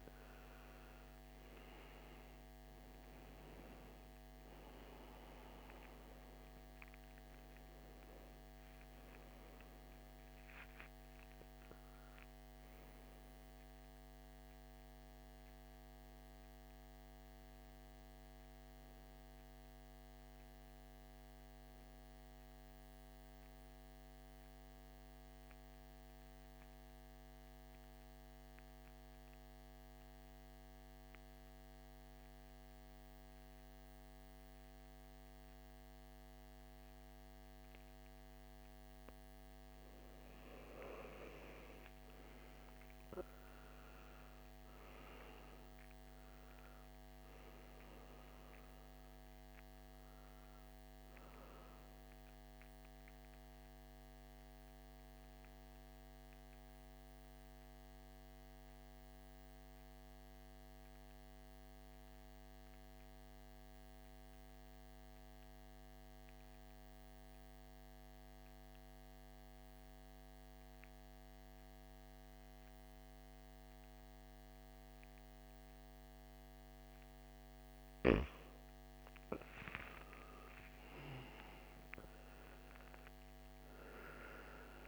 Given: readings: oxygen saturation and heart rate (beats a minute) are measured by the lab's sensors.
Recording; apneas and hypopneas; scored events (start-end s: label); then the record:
breathing in sleep, hard to hear, by a microphone on the trachea; 2
0.00-2.00 s: arousal
0.50-22.50 s: oxygen desaturation (device-marked, oxygen 96% before, 87% lowest, heart rate 58 before, 54 extreme)
25.00-39.00 s: mixed apnea (oxygen 99% before, 86% lowest, heart rate 70 before, 54 extreme, up 15 after)
42.00-47.50 s: arousal
42.50-63.50 s: oxygen desaturation (device-marked, oxygen 98% before, 86% lowest, heart rate 56 before, 55 extreme)
59.00-77.00 s: mixed apnea (oxygen 99% before, 86% lowest, heart rate 63 before, 55 extreme, up 13 after)
78.50-84.88 s: oxygen desaturation (device-marked, oxygen 99% before, 86% lowest, heart rate 57 before, 53 extreme)
79.50-84.88 s: arousal
From the record:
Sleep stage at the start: N2 (light sleep); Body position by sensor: on the back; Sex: male